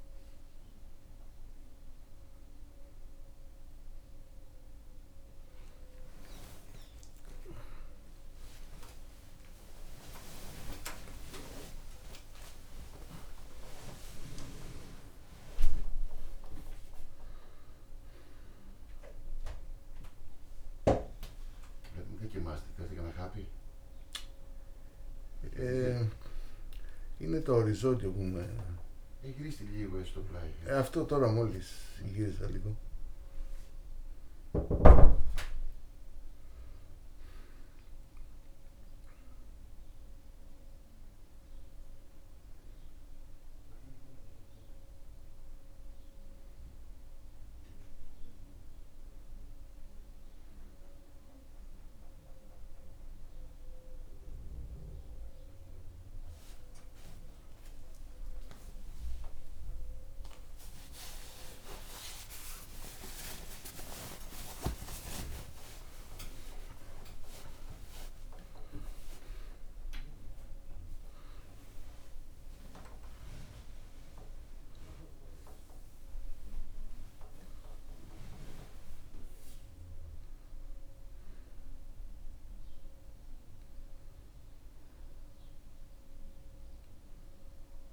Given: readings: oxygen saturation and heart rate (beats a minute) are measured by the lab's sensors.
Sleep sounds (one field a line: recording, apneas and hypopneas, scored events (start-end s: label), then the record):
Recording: a person awake in a sleep study, by a room microphone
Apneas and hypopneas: none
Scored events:
12.00-87.93 s: new sleep stage, awake
27.00-31.00 s: snoring (device-marked)
From the record:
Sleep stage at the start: N2 (light sleep)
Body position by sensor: on the back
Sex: male